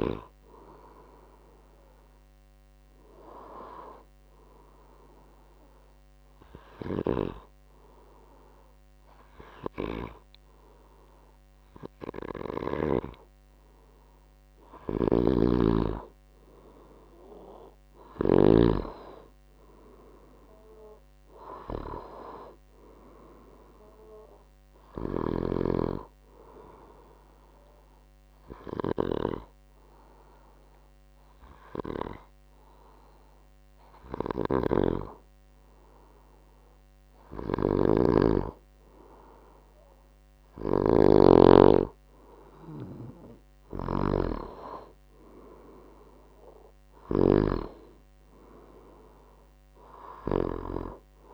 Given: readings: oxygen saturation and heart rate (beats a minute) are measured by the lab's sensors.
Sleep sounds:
breathing in sleep by a microphone on the trachea; 2
4.50-14.50 s: hypopnea (oxygen 97% before, 92% lowest, heart rate 69 before, 65 extreme, up 3 after)
14.50-18.50 s: snoring (device-marked)
17.50-22.00 s: arousal
24.00-41.00 s: oxygen desaturation (device-marked, oxygen 95% before, 92% lowest, heart rate 66 before, 66 extreme)
27.00-37.00 s: hypopnea (oxygen 95% before, 92% lowest, heart rate 67 before, 67 extreme, up 4 after)
34.50-47.50 s: snoring (device-marked)
41.00-45.50 s: arousal
47.00-51.34 s: oxygen desaturation (device-marked, oxygen 96% before, 93% lowest, heart rate 70 before, 62 extreme)
From the record:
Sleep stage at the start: N2 (light sleep); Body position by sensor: on the back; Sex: male

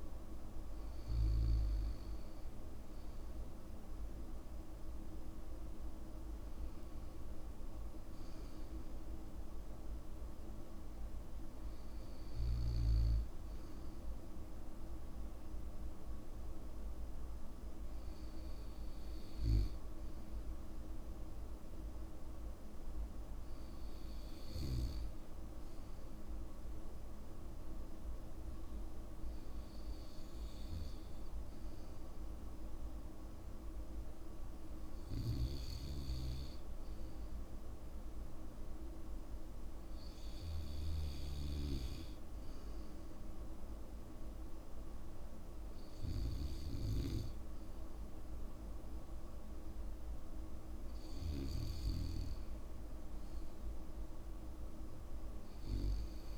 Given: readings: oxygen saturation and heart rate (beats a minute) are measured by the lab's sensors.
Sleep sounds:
breathing in sleep by a room microphone; 1
23.00-26.50 s: arousal
30.00-51.00 s: hypopnea (oxygen 96% before, 93% lowest, heart rate 59 before, 59 extreme, up 6 after)
53.50-56.38 s: arousal
From the record:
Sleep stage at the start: REM sleep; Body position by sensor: on the back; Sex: male

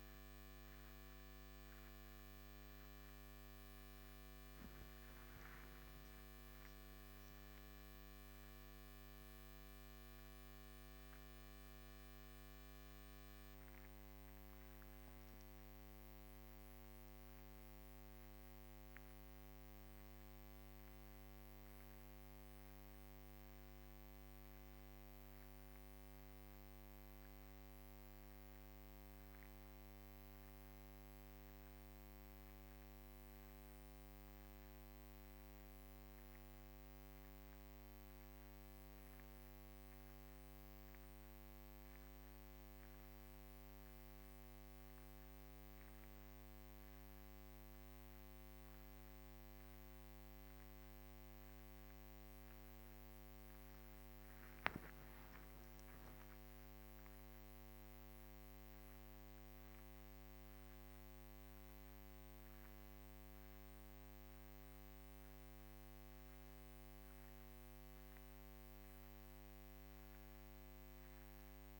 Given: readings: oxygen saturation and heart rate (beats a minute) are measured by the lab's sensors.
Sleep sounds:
a person awake in a sleep study, hard to hear, by a microphone on the trachea; none
none scored
From the record:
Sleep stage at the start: awake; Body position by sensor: on the back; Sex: female

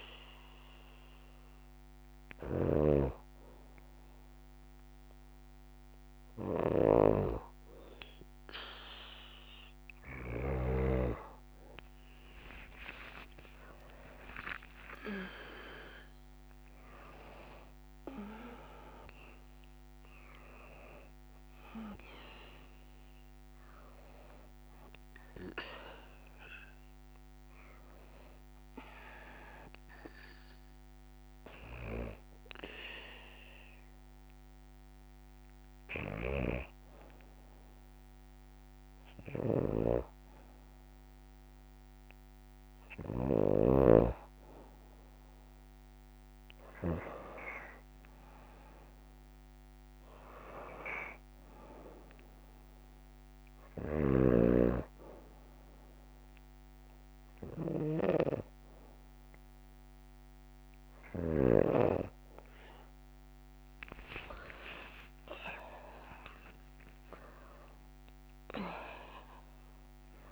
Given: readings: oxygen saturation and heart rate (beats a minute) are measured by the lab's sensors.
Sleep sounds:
breathing in sleep by a microphone on the trachea; 1
11.00-13.00 s: tachycardia (device-marked, heart rate 67 before, 81 extreme)
11.50-15.50 s: arousal
51.50-61.50 s: hypopnea (oxygen 97% before, 94% lowest, heart rate 62 before, 62 extreme, up 23 after)
63.50-67.50 s: arousal
From the record:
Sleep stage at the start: N2 (light sleep); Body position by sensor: on the back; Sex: female

